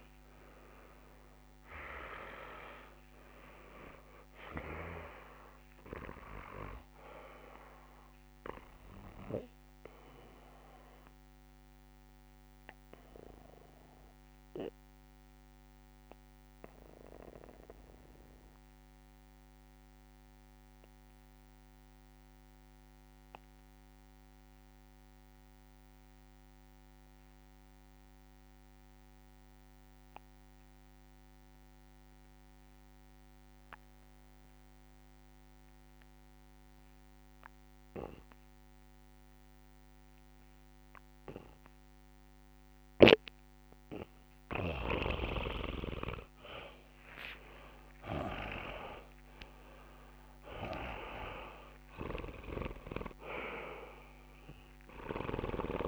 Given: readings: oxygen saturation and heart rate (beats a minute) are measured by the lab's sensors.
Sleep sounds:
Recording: breathing in sleep by a microphone on the trachea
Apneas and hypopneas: 1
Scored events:
0.00-1.50 s: arousal
0.00-25.00 s: oxygen desaturation (device-marked, oxygen 83% lowest, heart rate 64 extreme)
8.50-44.50 s: obstructive apnea (oxygen 99% before, 83% lowest, heart rate 74 before, 67 extreme, up 4 after)
37.00-55.88 s: oxygen desaturation (device-marked, oxygen 99% before, 83% lowest, heart rate 69 before, 67 extreme)
47.00-51.00 s: arousal
52.00-55.50 s: snoring (device-marked)
From the record:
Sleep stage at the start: N2 (light sleep)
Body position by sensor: on the back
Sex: male

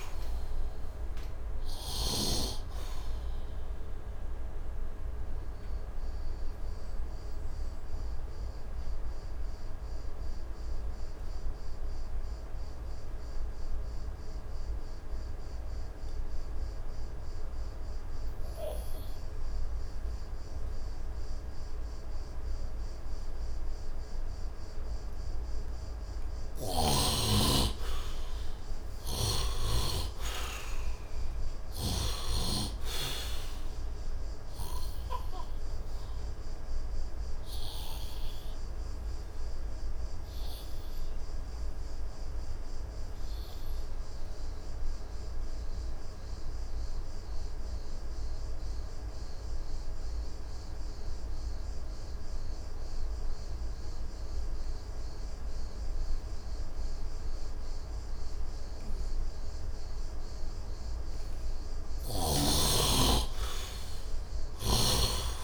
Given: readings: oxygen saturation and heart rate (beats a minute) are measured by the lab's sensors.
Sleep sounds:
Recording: breathing in sleep by a room microphone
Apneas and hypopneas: 2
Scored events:
0.00-2.00 s: snoring (device-marked)
0.00-8.00 s: oxygen desaturation (device-marked, oxygen 77% lowest, heart rate 68 extreme)
3.00-26.00 s: obstructive apnea (oxygen 98% before, 73% lowest, heart rate 97 before, 68 extreme, up 10 after)
21.00-49.00 s: oxygen desaturation (device-marked, oxygen 99% before, 76% lowest, heart rate 78 before, 69 extreme)
27.50-31.50 s: arousal
28.50-32.00 s: snoring (device-marked)
37.00-60.50 s: obstructive apnea (oxygen 99% before, 73% lowest, heart rate 78 before, 69 extreme, up 13 after)
57.00-65.44 s: oxygen desaturation (device-marked, oxygen 99% before, 73% lowest, heart rate 72 before, 73 extreme)
62.00-65.44 s: arousal
64.00-65.44 s: snoring (device-marked)
From the record:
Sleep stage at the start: N2 (light sleep)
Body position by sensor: on the right side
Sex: male

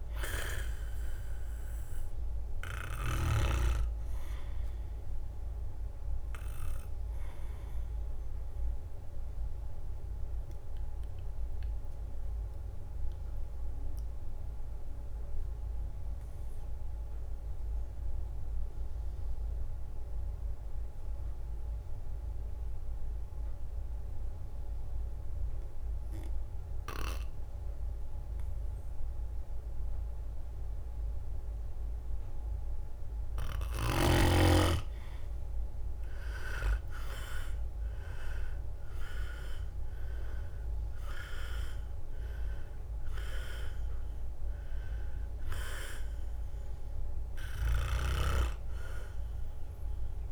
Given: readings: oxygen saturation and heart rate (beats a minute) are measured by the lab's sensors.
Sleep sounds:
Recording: breathing in sleep by a room microphone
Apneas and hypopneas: 1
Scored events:
0.00-4.50 s: drop in pulse transit time (device-marked, heart rate 66 extreme)
0.00-15.50 s: oxygen desaturation (device-marked, oxygen 93% lowest, heart rate 59 extreme)
9.50-33.00 s: obstructive apnea (oxygen 100% before, 91% lowest, heart rate 68 before, 59 extreme, up 13 after)
35.50-39.50 s: arousal
35.50-50.32 s: drop in pulse transit time (device-marked, heart rate 62 before, 64 extreme)
36.50-50.32 s: oxygen desaturation (device-marked, oxygen 99% before, 91% lowest, heart rate 62 before, 61 extreme)
From the record:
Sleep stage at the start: N2 (light sleep)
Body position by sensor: on the back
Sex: male

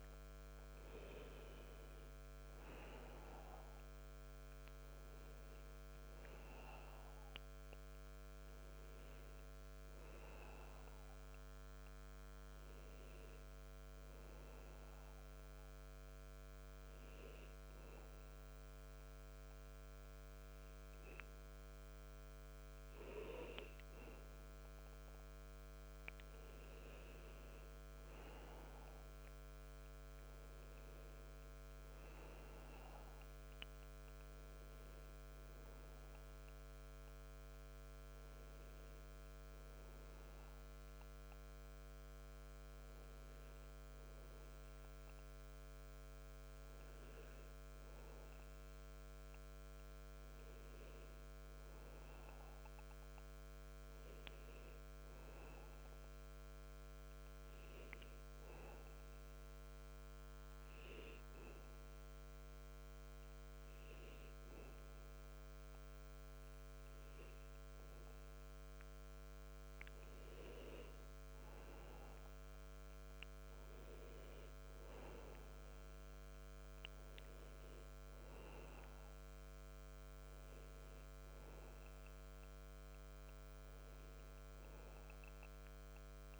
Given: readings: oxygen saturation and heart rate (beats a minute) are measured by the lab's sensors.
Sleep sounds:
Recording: breathing in sleep, hard to hear, by a microphone on the trachea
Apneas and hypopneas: 2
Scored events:
0.00-3.50 s: arousal
13.50-26.00 s: hypopnea (oxygen 94% before, 92% lowest, heart rate 96 before, 87 extreme, up 6 after)
28.00-31.50 s: arousal
56.50-68.00 s: hypopnea (oxygen 95% before, 92% lowest, heart rate 86 before, 60 extreme, up 14 after)
69.50-73.00 s: arousal
From the record:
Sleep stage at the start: N2 (light sleep)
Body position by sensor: on the back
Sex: male

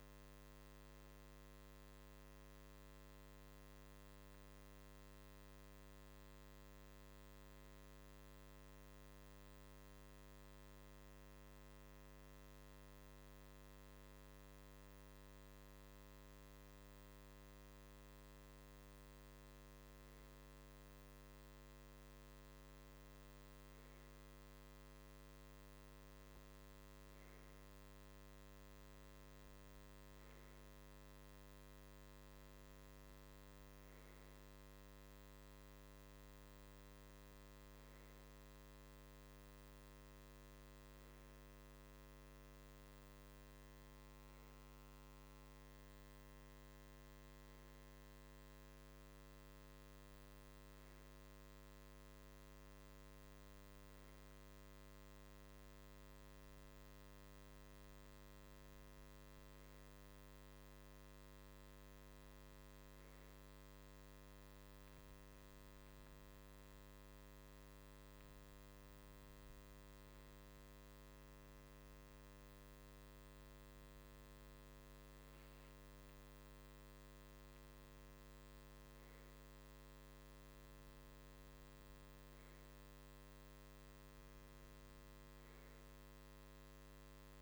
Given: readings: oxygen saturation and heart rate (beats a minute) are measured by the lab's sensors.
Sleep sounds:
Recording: breathing in sleep, hard to hear, by a microphone on the trachea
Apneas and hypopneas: none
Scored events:
none scored
From the record:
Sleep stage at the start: REM sleep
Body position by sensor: on the right side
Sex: male

